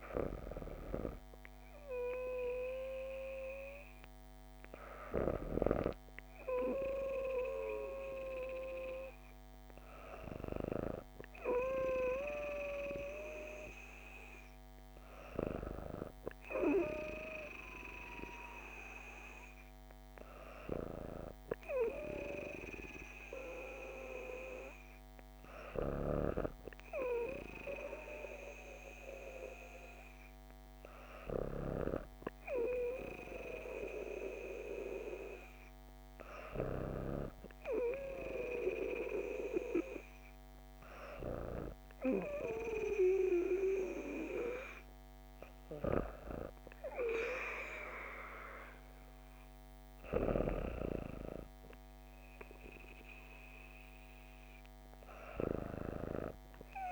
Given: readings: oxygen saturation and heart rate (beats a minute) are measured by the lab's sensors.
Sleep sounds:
breathing in sleep by a microphone on the trachea; none
none scored
From the record:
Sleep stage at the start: N2 (light sleep); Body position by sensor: on the back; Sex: female

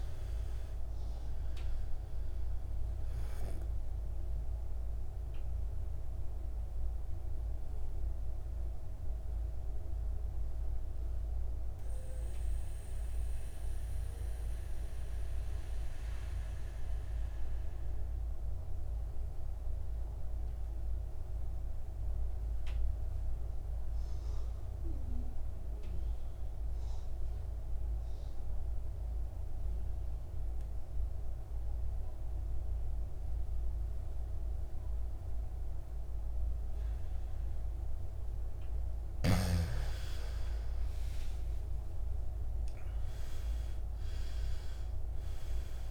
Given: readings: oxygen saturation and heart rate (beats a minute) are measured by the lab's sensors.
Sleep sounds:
breathing in sleep, hard to hear, by a room microphone; 1
0.00-26.50 s: oxygen desaturation (device-marked, oxygen 89% lowest, heart rate 52 extreme)
4.50-39.00 s: mixed apnea (oxygen 99% before, 86% lowest, heart rate 58 before, 52 extreme, up 19 after)
38.50-45.91 s: oxygen desaturation (device-marked, oxygen 99% before, 86% lowest, heart rate 57 before, 52 extreme)
40.50-45.00 s: arousal
From the record:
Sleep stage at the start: N2 (light sleep); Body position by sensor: on the back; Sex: male

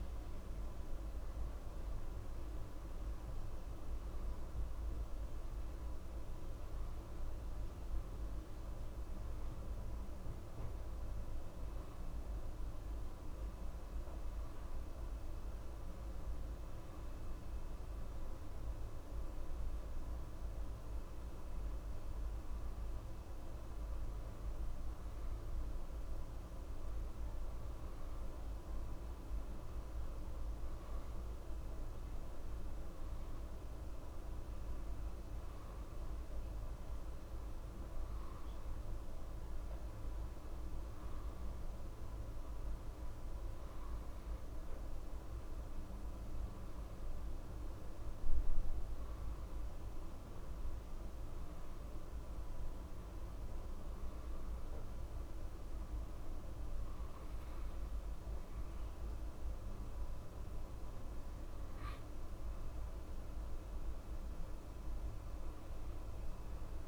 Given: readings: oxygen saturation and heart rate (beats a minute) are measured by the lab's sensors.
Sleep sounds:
a person awake in a sleep study, hard to hear, by a room microphone; none
none scored
From the record:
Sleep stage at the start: awake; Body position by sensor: on the back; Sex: male

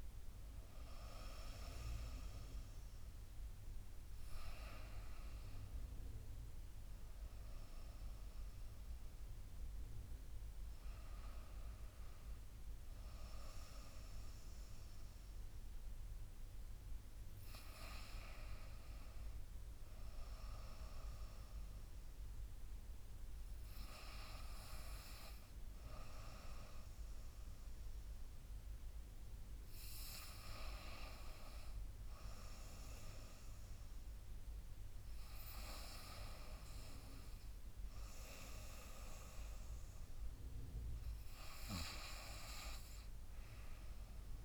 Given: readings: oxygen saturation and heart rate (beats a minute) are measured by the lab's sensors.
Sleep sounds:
breathing in sleep by a room microphone; none
11.00-44.45 s: new sleep stage, N2 (light sleep)
From the record:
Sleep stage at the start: N1 (lightest sleep); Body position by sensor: on the back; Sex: female

